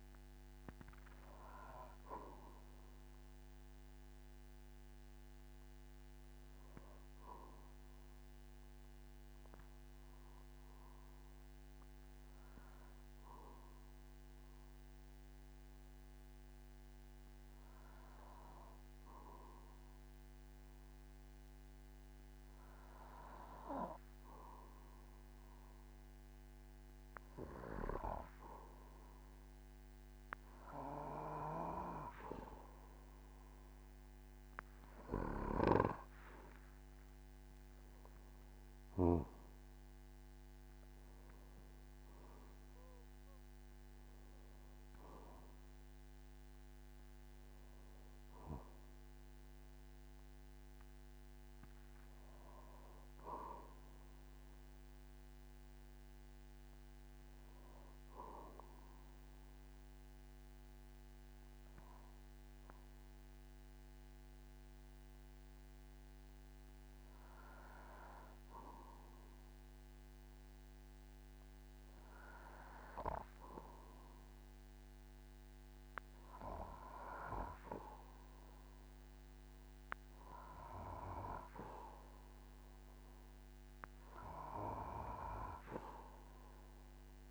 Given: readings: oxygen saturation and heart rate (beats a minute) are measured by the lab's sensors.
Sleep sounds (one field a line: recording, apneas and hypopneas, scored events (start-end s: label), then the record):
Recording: breathing in sleep by a microphone on the trachea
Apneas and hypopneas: 2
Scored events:
0.00-3.00 s: oxygen desaturation (device-marked, oxygen 94% lowest, heart rate 46 extreme)
6.50-25.00 s: obstructive apnea (oxygen 98% before, 94% lowest, heart rate 55 before, 47 extreme, up 5 after)
35.00-66.00 s: oxygen desaturation (device-marked, oxygen 99% before, 94% lowest, heart rate 50 before, 49 extreme)
38.00-40.00 s: long interval between heartbeats (device-marked, heart rate 51 before, 62 extreme)
38.00-43.00 s: arousal
43.00-45.00 s: long interval between heartbeats (device-marked, heart rate 56 before, 84 extreme)
59.00-75.00 s: obstructive apnea (oxygen 98% before, 93% lowest, heart rate 66 before, 49 extreme, up 4 after)
77.00-80.00 s: arousal
83.00-87.31 s: oxygen desaturation (device-marked, oxygen 98% before, 93% lowest, heart rate 51 before, 47 extreme)
From the record:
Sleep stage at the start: N2 (light sleep)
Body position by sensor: on the back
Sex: male